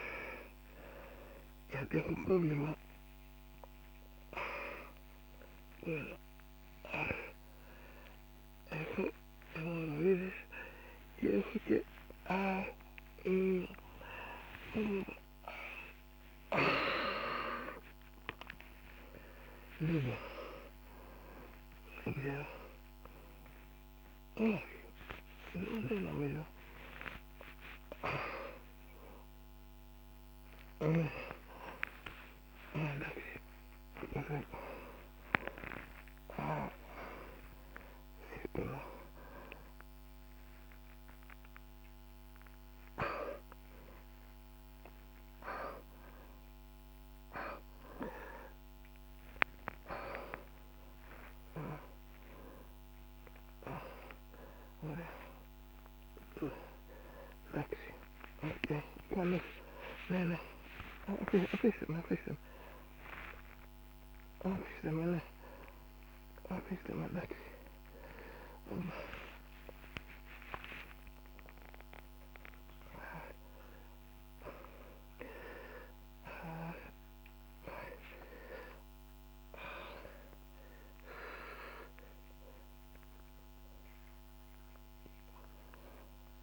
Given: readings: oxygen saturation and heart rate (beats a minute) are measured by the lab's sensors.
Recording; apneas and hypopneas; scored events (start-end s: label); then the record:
a person awake in a sleep study, by a microphone on the trachea; none
none scored
From the record:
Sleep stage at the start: awake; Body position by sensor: upright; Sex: male